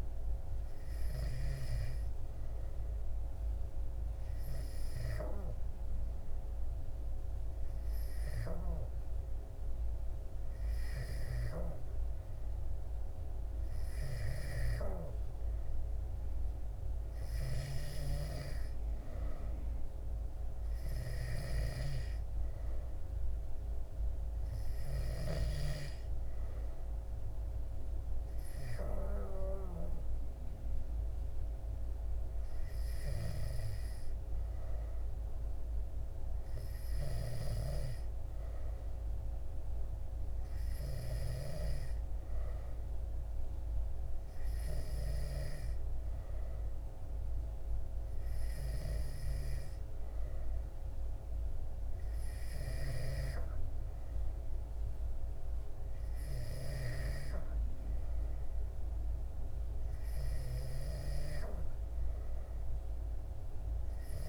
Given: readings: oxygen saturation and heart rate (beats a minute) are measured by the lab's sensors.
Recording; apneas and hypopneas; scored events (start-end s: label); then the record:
breathing in sleep by a room microphone; none
none scored
From the record:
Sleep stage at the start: N2 (light sleep); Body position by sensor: on the back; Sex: male